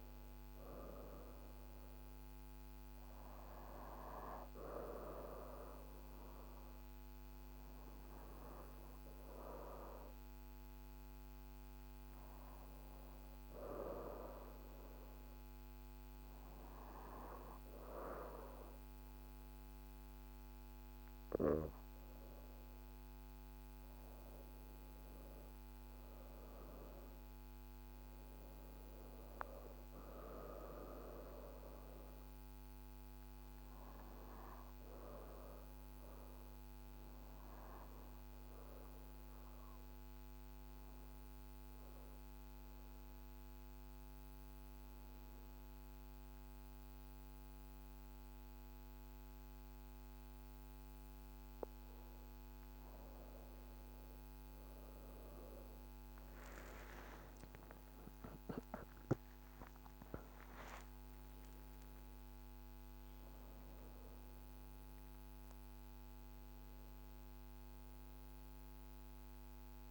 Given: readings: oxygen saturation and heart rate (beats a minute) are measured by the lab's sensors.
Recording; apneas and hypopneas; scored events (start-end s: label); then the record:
breathing in sleep by a microphone on the trachea; 2
0.00-12.00 s: oxygen desaturation (device-marked, oxygen 91% lowest)
6.00-20.50 s: hypopnea (oxygen 95% before, 85% lowest)
22.50-27.00 s: arousal
32.00-46.00 s: oxygen desaturation (device-marked, oxygen 94% before, 90% lowest)
34.50-51.50 s: obstructive apnea (oxygen 94% before, 85% lowest)
53.00-56.50 s: arousal
55.00-69.91 s: oxygen desaturation (device-marked, oxygen 96% before, 85% lowest)
From the record:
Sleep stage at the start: N2 (light sleep); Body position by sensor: on the back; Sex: female